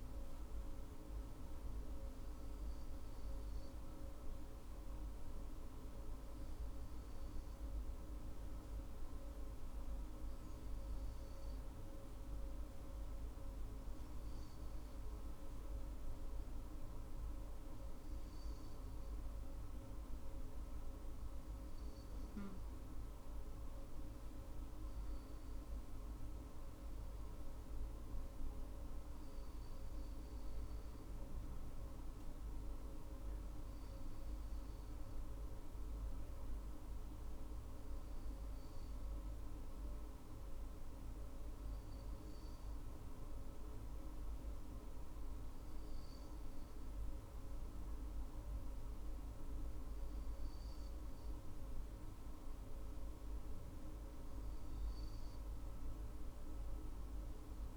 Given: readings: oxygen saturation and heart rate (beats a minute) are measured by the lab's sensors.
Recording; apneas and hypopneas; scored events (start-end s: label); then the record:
breathing in sleep, hard to hear, by a room microphone; none
none scored
From the record:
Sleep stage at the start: N2 (light sleep); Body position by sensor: on the right side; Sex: female